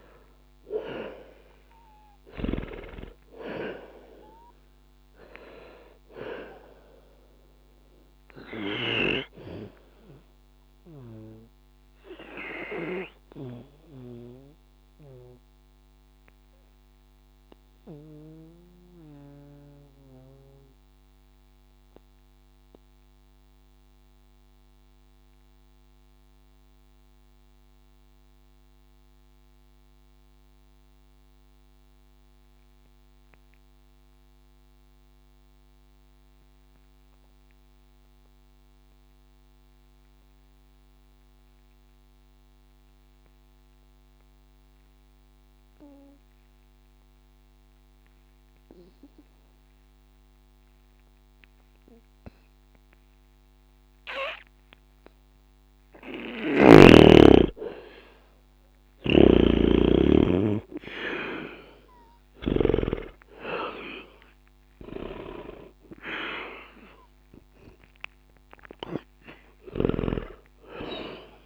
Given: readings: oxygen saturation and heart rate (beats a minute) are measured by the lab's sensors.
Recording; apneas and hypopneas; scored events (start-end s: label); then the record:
breathing in sleep by a microphone on the trachea; 1
0.00-33.00 s: oxygen desaturation (device-marked, oxygen 73% lowest, heart rate 60 extreme)
7.00-57.50 s: obstructive apnea (oxygen 95% before, 73% lowest, heart rate 60 before, 60 extreme, up 0 after)
49.00-71.45 s: oxygen desaturation (device-marked, oxygen 98% before, 74% lowest, heart rate 60 before, 59 extreme)
59.00-63.00 s: snoring (device-marked)
60.00-64.00 s: arousal
From the record:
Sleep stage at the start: N2 (light sleep); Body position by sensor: on the back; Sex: male